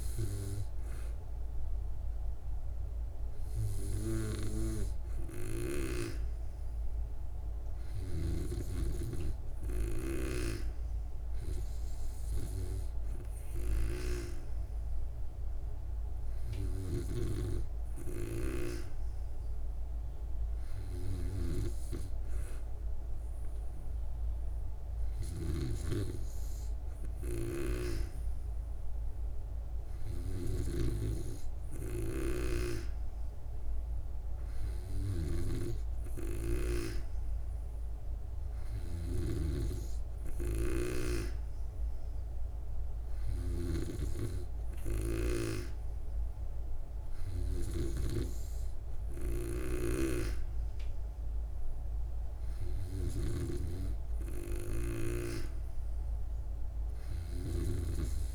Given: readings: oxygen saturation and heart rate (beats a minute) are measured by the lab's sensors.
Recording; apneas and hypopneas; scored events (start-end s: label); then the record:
breathing in sleep by a room microphone; none
30.50-48.00 s: snoring (device-marked)
50.00-58.00 s: snoring (device-marked)
From the record:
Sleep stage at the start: N2 (light sleep); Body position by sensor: on the back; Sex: female